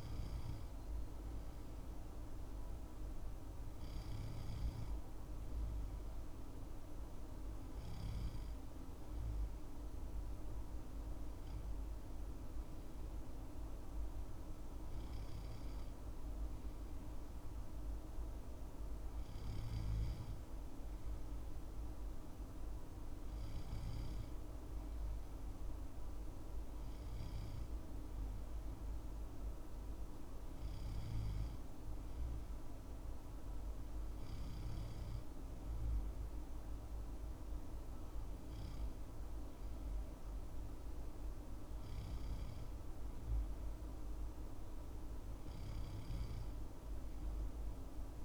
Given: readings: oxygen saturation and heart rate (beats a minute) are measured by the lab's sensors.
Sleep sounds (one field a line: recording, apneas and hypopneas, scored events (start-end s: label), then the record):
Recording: breathing in sleep, hard to hear, by a room microphone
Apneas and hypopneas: none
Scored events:
none scored
From the record:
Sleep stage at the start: N2 (light sleep)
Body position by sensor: on the left side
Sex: male